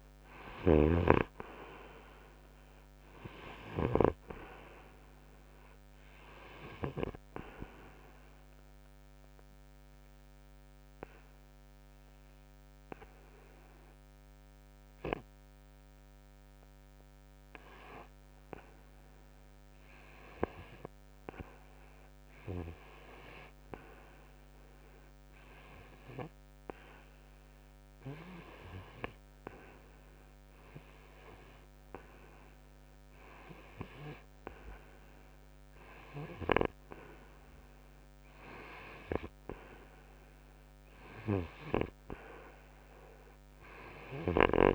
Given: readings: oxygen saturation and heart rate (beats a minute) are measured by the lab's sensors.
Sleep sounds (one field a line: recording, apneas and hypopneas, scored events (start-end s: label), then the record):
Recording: breathing in sleep by a microphone on the trachea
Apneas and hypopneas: 1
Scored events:
0.00-27.00 s: oxygen desaturation (device-marked, oxygen 89% lowest, heart rate 64 extreme)
9.00-19.50 s: obstructive apnea (oxygen 98% before, 89% lowest, heart rate 70 before, 64 extreme, up 1 after)
26.00-30.00 s: arousal
From the record:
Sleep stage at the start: REM sleep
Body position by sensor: on the front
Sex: male